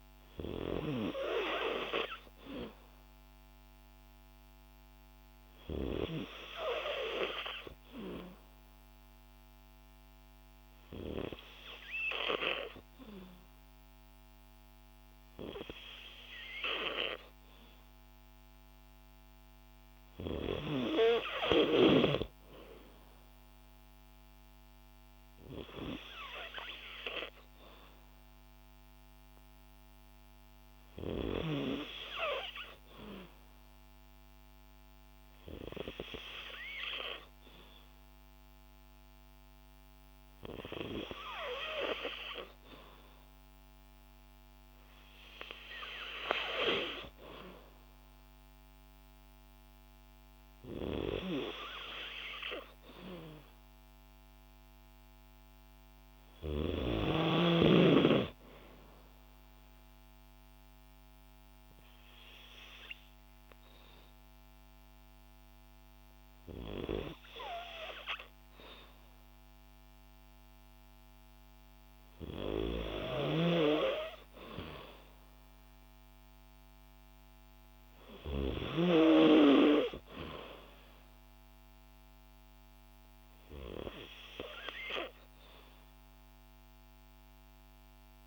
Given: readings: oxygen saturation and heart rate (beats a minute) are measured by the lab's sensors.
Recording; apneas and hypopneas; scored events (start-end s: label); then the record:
breathing in sleep by a microphone on the trachea; none
none scored
From the record:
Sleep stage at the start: N2 (light sleep); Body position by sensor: on the back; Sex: female